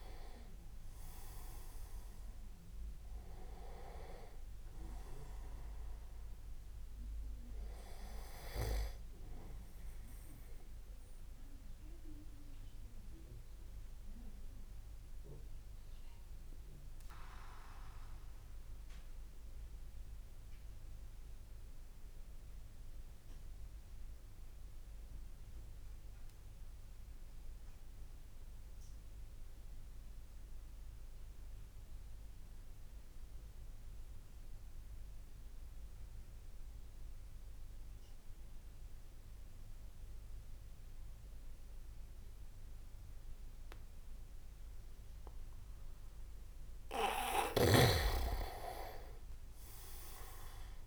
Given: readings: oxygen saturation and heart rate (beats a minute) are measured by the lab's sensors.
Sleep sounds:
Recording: breathing in sleep by a room microphone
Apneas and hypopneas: 1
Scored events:
0.00-11.00 s: oxygen desaturation (device-marked, oxygen 89% lowest)
0.00-18.00 s: tachycardia (device-marked)
11.00-46.00 s: mixed apnea (oxygen 97% before, 89% lowest)
45.00-50.87 s: oxygen desaturation (device-marked, oxygen 98% before, 93% lowest)
49.00-50.87 s: arousal
From the record:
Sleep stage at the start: N2 (light sleep)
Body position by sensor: on the back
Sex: male

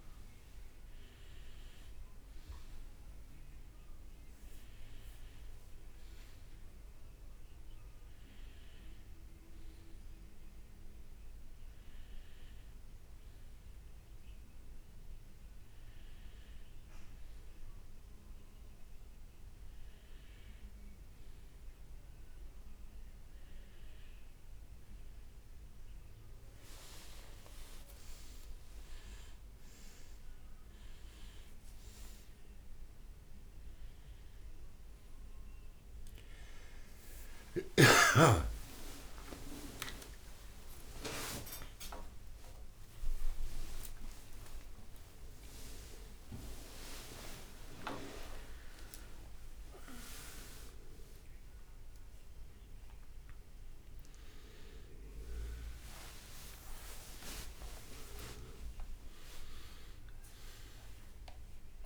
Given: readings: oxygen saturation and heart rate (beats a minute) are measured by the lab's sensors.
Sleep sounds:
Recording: a person partly awake in a sleep study, by a room microphone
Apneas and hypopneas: none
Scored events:
0.00-6.50 s: leg movement (device-marked)
28.50-32.50 s: leg movement (device-marked)
33.00-61.86 s: new sleep stage, awake
From the record:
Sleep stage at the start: N1 (lightest sleep)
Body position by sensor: on the right side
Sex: male

